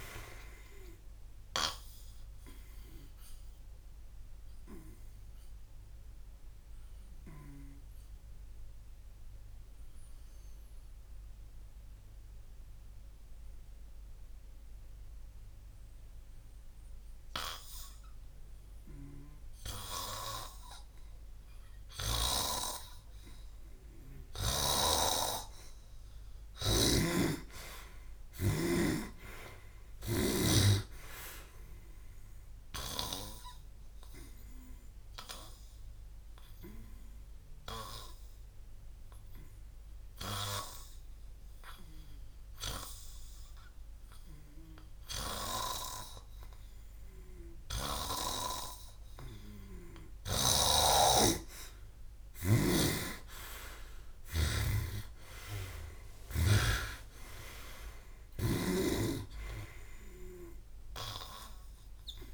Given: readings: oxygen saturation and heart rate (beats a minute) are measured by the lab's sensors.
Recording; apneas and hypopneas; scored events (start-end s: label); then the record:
breathing in sleep by a room microphone; 2
6.50-22.50 s: obstructive apnea (oxygen 98% before, 92% lowest, heart rate 64 before, 54 extreme, up 13 after)
22.00-30.00 s: oxygen desaturation (device-marked, oxygen 95% before, 92% lowest, heart rate 60 before, 57 extreme)
23.50-27.00 s: arousal
27.00-30.50 s: snoring (device-marked)
32.00-59.00 s: oxygen desaturation (device-marked, oxygen 98% before, 92% lowest, heart rate 59 before, 54 extreme)
35.50-49.00 s: hypopnea (oxygen 98% before, 91% lowest, heart rate 61 before, 54 extreme, up 33 after)
52.50-56.50 s: snoring (device-marked)
53.50-58.00 s: arousal
From the record:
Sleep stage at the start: N2 (light sleep); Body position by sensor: on the back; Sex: male